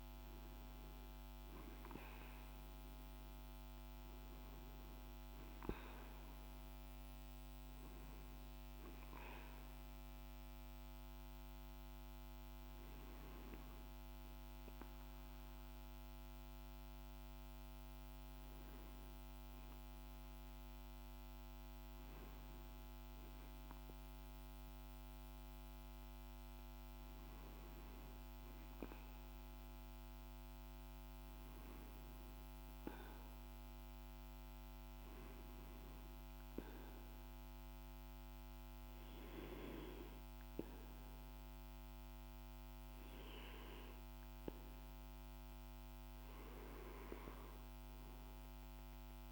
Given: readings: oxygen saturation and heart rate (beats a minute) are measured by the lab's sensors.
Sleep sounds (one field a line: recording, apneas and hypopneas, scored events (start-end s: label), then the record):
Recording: breathing in sleep, hard to hear, by a microphone on the trachea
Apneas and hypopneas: 1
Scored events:
12.00-25.50 s: hypopnea (oxygen 99% before, 92% lowest, heart rate 52 before, 50 extreme, up 0 after)
29.00-32.50 s: arousal
From the record:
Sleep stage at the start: REM sleep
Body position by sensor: on the back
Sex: male